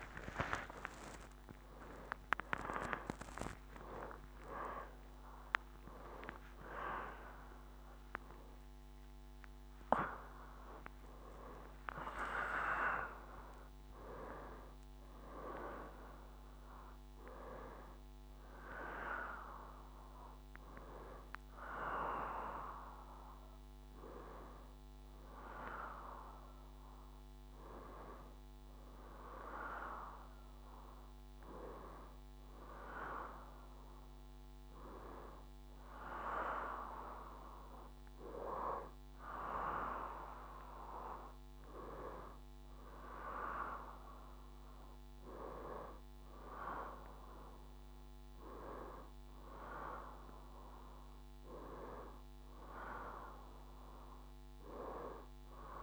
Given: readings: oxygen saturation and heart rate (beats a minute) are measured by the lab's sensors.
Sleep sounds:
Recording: a person partly awake in a sleep study, by a microphone on the trachea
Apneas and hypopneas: none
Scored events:
0.00-2.00 s: long interval between heartbeats (device-marked, heart rate 127 before, 155 extreme)
3.00-5.00 s: long interval between heartbeats (device-marked, heart rate 140 before, 143 extreme)
6.00-19.00 s: oxygen desaturation (device-marked, oxygen 95% before, 89% lowest, heart rate 151 before, 75 extreme)
8.00-10.00 s: long interval between heartbeats (device-marked, heart rate 153 before, 127 extreme)
11.00-13.00 s: long interval between heartbeats (device-marked, heart rate 152 before, 141 extreme)
12.00-55.83 s: new sleep stage, N1 (lightest sleep)
From the record:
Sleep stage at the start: awake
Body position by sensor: on the right side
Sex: female

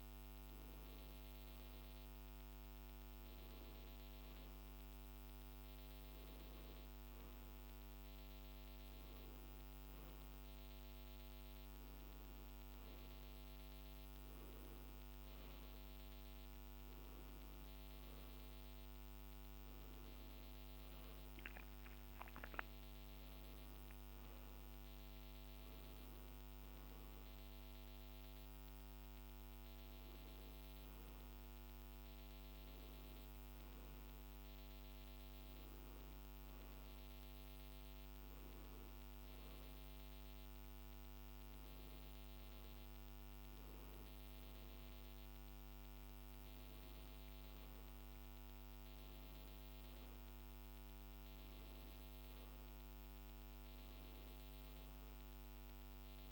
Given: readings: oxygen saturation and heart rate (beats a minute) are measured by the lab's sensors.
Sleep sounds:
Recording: a person awake in a sleep study, hard to hear, by a microphone on the trachea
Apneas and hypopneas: none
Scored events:
none scored
From the record:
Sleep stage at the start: awake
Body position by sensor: on the back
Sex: male

